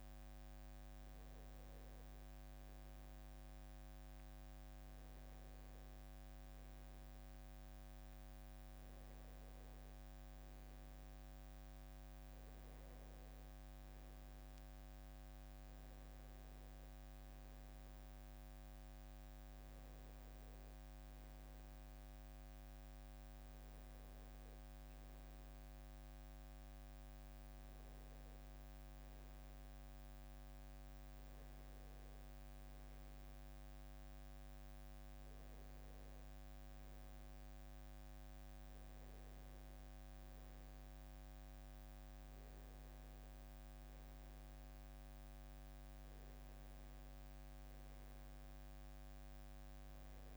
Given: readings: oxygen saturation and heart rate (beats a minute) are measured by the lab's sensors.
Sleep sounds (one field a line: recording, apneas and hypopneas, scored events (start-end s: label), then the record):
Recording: a person awake in a sleep study, hard to hear, by a microphone on the trachea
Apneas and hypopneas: none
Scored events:
none scored
From the record:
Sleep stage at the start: awake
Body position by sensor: on the back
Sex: male